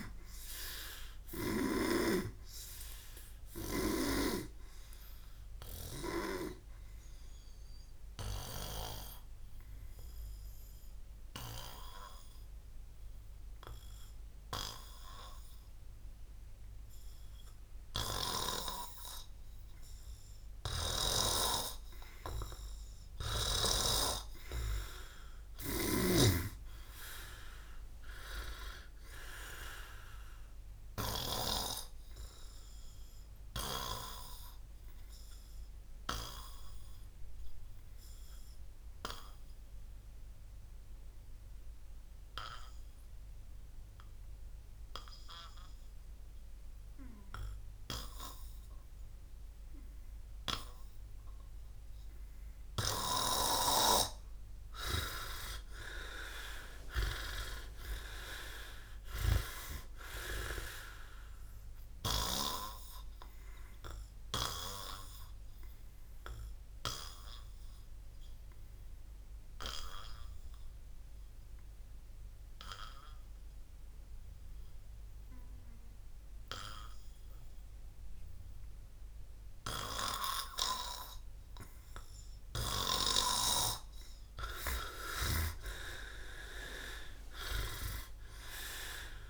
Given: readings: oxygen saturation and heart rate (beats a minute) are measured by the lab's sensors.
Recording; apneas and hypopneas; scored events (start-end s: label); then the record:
breathing in sleep by a room microphone; 3
3.50-10.50 s: oxygen desaturation (device-marked, oxygen 99% before, 93% lowest, heart rate 79 before, 29 extreme)
5.00-22.00 s: obstructive apnea (oxygen 99% before, 92% lowest, heart rate 80 before, 29 extreme, up 40 after)
17.50-27.50 s: oxygen desaturation (device-marked, oxygen 95% before, 92% lowest, heart rate 66 before, 30 extreme)
24.00-27.00 s: arousal
25.50-31.50 s: snoring (device-marked)
32.00-53.50 s: obstructive apnea (oxygen 99% before, 92% lowest)
54.50-58.50 s: arousal
63.00-82.50 s: obstructive apnea (oxygen 99% before, 89% lowest)
63.50-74.50 s: oxygen desaturation (device-marked, oxygen 98% before, 92% lowest)
84.00-87.50 s: arousal
From the record:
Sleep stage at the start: N2 (light sleep); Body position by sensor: on the back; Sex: male